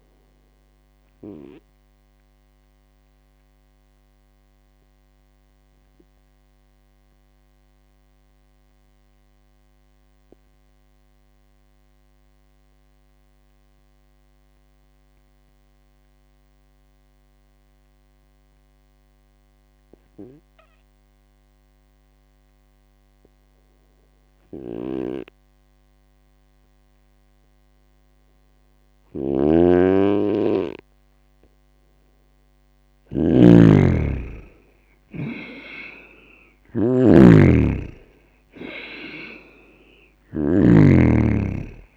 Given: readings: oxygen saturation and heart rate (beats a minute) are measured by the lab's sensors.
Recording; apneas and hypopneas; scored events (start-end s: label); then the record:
breathing in sleep by a microphone on the trachea; 1
1.00-25.50 s: obstructive apnea (oxygen 99% before, 95% lowest, heart rate 64 before, 55 extreme, up 3 after)
24.50-41.97 s: snoring (device-marked)
28.50-32.00 s: arousal
From the record:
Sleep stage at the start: N2 (light sleep); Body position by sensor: on the right side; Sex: male